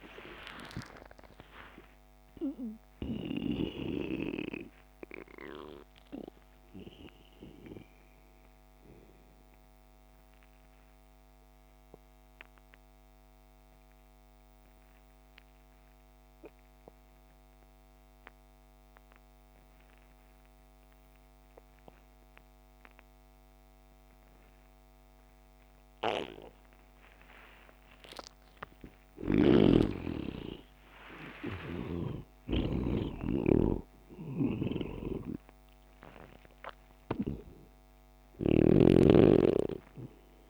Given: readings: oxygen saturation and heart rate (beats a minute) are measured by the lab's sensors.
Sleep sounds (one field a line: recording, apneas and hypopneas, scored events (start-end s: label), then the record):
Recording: breathing in sleep by a microphone on the trachea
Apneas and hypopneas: 1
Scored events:
2.50-13.50 s: oxygen desaturation (device-marked, oxygen 95% before, 86% lowest)
7.00-29.00 s: obstructive apnea (oxygen 98% before, 84% lowest)
29.50-40.50 s: oxygen desaturation (device-marked, oxygen 99% before, 85% lowest)
30.00-34.50 s: arousal
34.50-39.00 s: snoring (device-marked)
From the record:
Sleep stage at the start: N2 (light sleep)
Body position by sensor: on the back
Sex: male